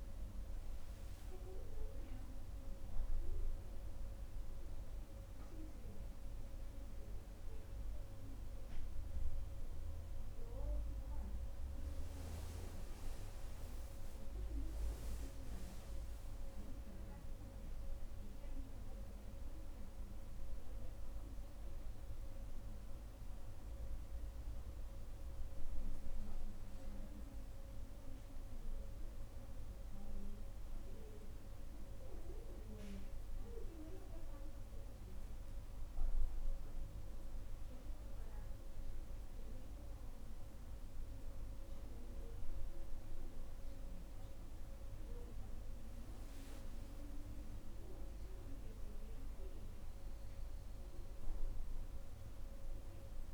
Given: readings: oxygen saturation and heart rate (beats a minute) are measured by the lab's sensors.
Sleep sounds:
breathing in sleep, hard to hear, by a room microphone; none
none scored
From the record:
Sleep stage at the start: N1 (lightest sleep); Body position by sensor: on the right side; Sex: female

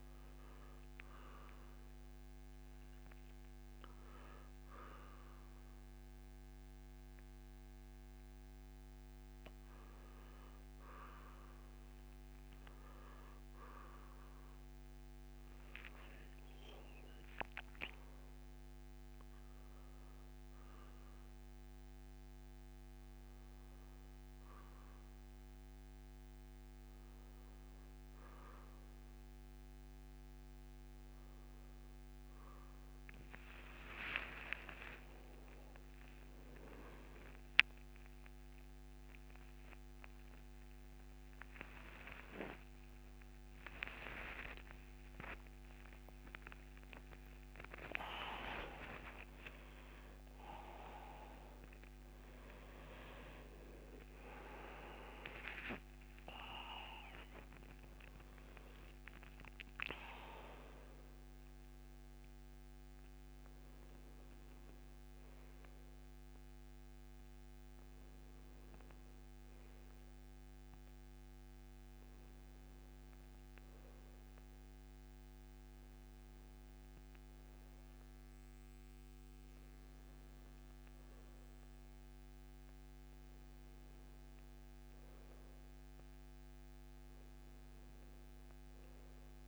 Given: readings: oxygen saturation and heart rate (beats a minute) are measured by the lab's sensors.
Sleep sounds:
a person awake in a sleep study, by a microphone on the trachea; none
76.00-89.47 s: new sleep stage, N1 (lightest sleep)
From the record:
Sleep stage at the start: awake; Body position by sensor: on the back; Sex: male

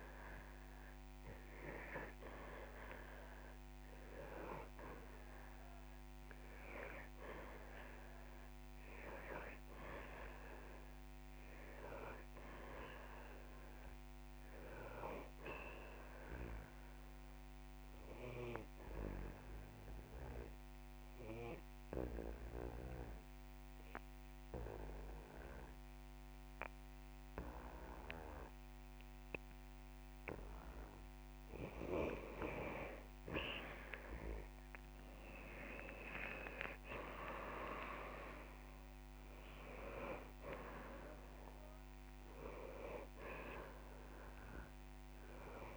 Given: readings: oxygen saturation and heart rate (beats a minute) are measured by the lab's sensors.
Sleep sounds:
breathing in sleep by a microphone on the trachea; 1
11.00-13.50 s: arousal
16.00-30.50 s: obstructive apnea (oxygen 98% before, 92% lowest)
34.00-37.00 s: arousal
From the record:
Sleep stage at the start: N2 (light sleep); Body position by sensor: on the back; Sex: male

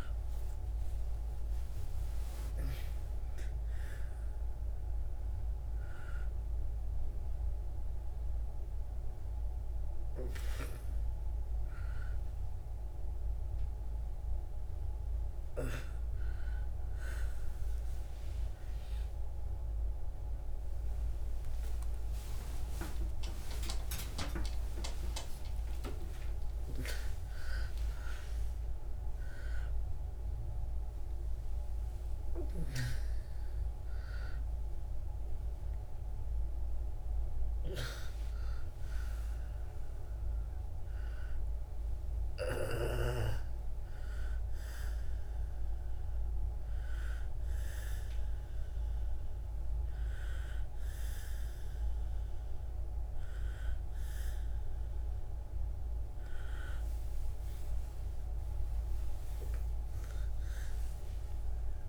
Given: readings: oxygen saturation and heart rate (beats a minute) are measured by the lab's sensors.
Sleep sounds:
breathing in sleep by a room microphone; none
18.00-23.50 s: arousal
From the record:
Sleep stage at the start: N1 (lightest sleep); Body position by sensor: on the back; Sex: female

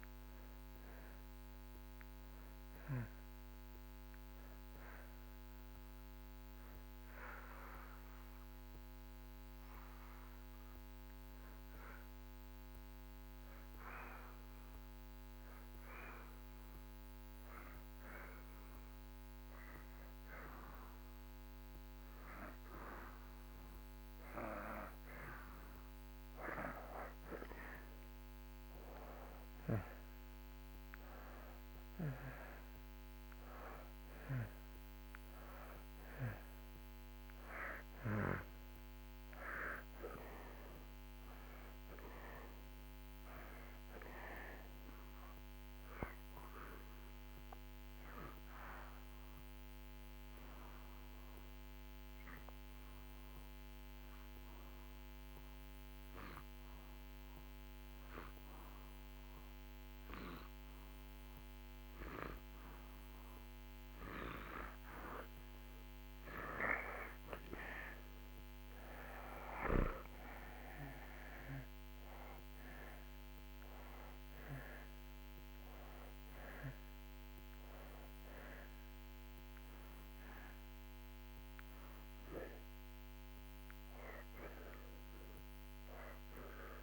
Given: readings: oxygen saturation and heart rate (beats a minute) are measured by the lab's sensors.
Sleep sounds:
breathing in sleep by a microphone on the trachea; 2
0.00-12.00 s: oxygen desaturation (device-marked, oxygen 87% lowest)
6.50-25.00 s: hypopnea (oxygen 93% before, 86% lowest)
27.00-31.00 s: arousal
31.00-57.00 s: oxygen desaturation (device-marked, oxygen 94% before, 87% lowest)
49.50-62.50 s: obstructive apnea (oxygen 94% before, 84% lowest)
66.50-70.50 s: arousal
72.00-86.83 s: oxygen desaturation (device-marked, oxygen 94% before, 84% lowest)
From the record:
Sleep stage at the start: N2 (light sleep); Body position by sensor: on the back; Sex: male

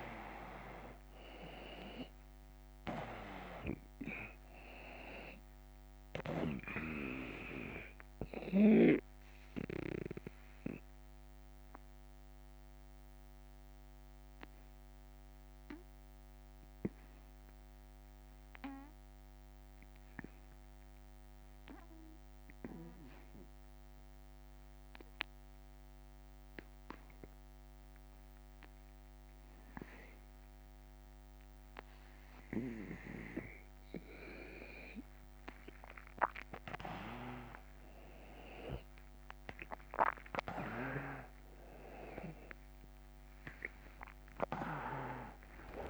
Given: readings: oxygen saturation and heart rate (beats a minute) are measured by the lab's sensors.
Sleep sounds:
breathing in sleep by a microphone on the trachea; 1
7.50-35.00 s: obstructive apnea (oxygen 96% before, 91% lowest)
35.00-45.90 s: new sleep stage, N1 (lightest sleep)
35.00-45.90 s: oxygen desaturation (device-marked, oxygen 96% before, 92% lowest)
36.00-45.90 s: drop in pulse transit time (device-marked)
42.50-44.50 s: long interval between heartbeats (device-marked, heart rate 81 before, 84 extreme)
43.50-45.90 s: arousal
From the record:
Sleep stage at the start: N2 (light sleep); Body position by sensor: on the back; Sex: male

